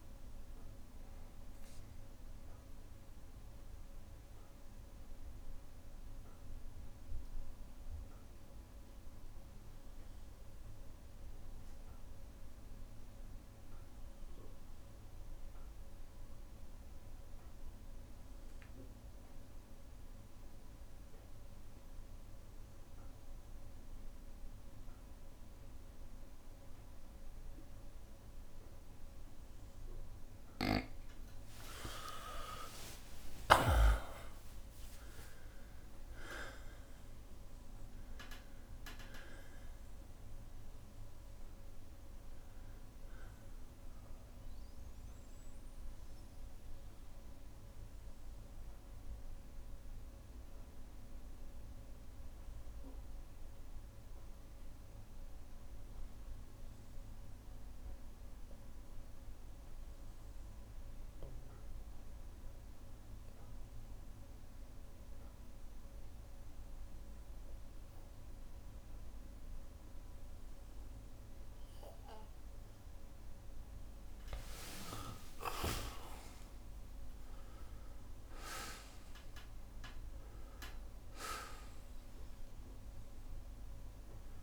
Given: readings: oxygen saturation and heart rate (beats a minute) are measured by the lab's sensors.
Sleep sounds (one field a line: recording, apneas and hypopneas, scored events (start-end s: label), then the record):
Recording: breathing in sleep by a room microphone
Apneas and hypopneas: 2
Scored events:
0.00-14.50 s: oxygen desaturation (device-marked, oxygen 91% lowest, heart rate 59 extreme)
4.50-12.50 s: bradycardia (device-marked, heart rate 63 before, 59 extreme)
4.50-30.50 s: obstructive apnea (oxygen 99% before, 91% lowest, heart rate 66 before, 59 extreme, up 15 after)
31.50-35.50 s: arousal
31.50-54.50 s: oxygen desaturation (device-marked, oxygen 99% before, 91% lowest, heart rate 61 before, 60 extreme)
33.50-35.50 s: long interval between heartbeats (device-marked, heart rate 61 before, 73 extreme)
43.50-45.50 s: long interval between heartbeats (device-marked, heart rate 67 before, 74 extreme)
46.50-73.50 s: obstructive apnea (oxygen 99% before, 91% lowest, heart rate 69 before, 54 extreme, up 23 after)
73.50-84.43 s: oxygen desaturation (device-marked, oxygen 99% before, 93% lowest, heart rate 62 before, 54 extreme)
74.50-76.50 s: long interval between heartbeats (device-marked, heart rate 62 before, 77 extreme)
74.50-78.50 s: arousal
78.50-82.50 s: bradycardia (device-marked, heart rate 63 before, 56 extreme)
From the record:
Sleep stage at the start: N2 (light sleep)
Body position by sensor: on the back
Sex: male